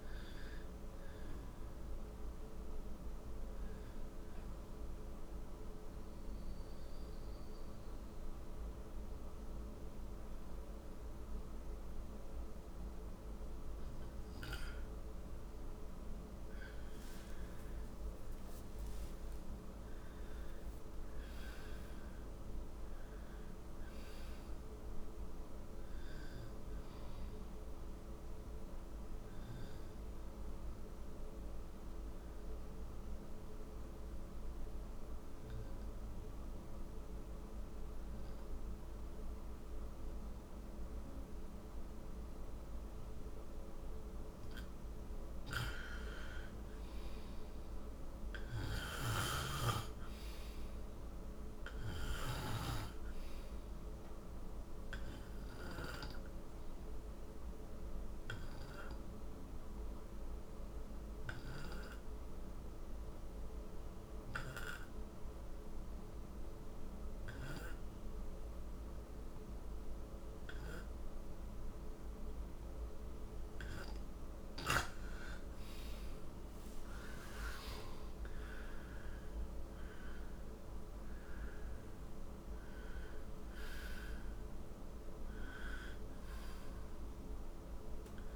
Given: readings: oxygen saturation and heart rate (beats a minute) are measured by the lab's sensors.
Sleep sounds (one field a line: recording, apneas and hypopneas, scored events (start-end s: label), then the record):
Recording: breathing in sleep by a room microphone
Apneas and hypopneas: 3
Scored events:
0.00-15.50 s: oxygen desaturation (device-marked, oxygen 90% lowest, heart rate 54 extreme)
3.50-14.50 s: obstructive apnea (oxygen 95% before, 90% lowest, heart rate 88 before, 54 extreme, up 44 after)
16.50-22.00 s: arousal
23.50-39.50 s: oxygen desaturation (device-marked, oxygen 97% before, 92% lowest, heart rate 69 before, 54 extreme)
29.50-44.50 s: obstructive apnea (oxygen 97% before, 88% lowest, heart rate 75 before, 61 extreme, up 3 after)
46.00-50.50 s: arousal
51.50-63.50 s: oxygen desaturation (device-marked, oxygen 97% before, 90% lowest, heart rate 64 before, 63 extreme)
56.00-73.00 s: obstructive apnea (oxygen 97% before, 88% lowest, heart rate 65 before, 59 extreme, up 18 after)
75.00-80.00 s: arousal
76.00-80.50 s: snoring (device-marked)
76.50-88.36 s: oxygen desaturation (device-marked, oxygen 95% before, 88% lowest, heart rate 65 before, 55 extreme)
From the record:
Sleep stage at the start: N2 (light sleep)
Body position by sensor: on the right side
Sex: male